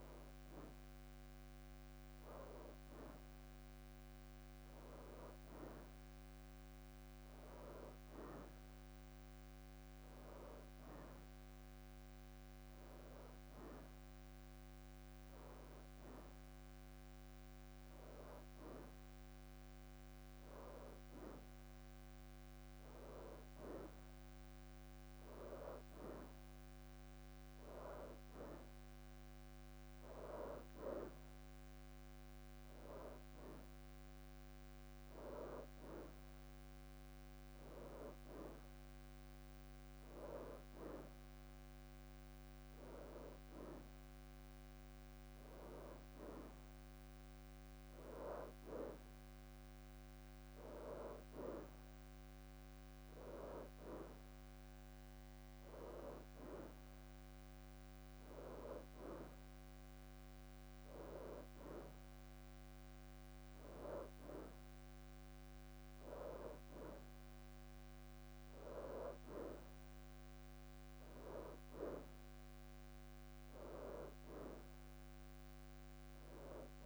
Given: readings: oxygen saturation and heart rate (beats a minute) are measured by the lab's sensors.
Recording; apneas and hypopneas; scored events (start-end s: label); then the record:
breathing in sleep by a microphone on the trachea; none
7.00-8.50 s: leg movement (device-marked)
39.50-41.00 s: leg movement (device-marked)
From the record:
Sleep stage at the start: N2 (light sleep); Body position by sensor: on the right side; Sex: female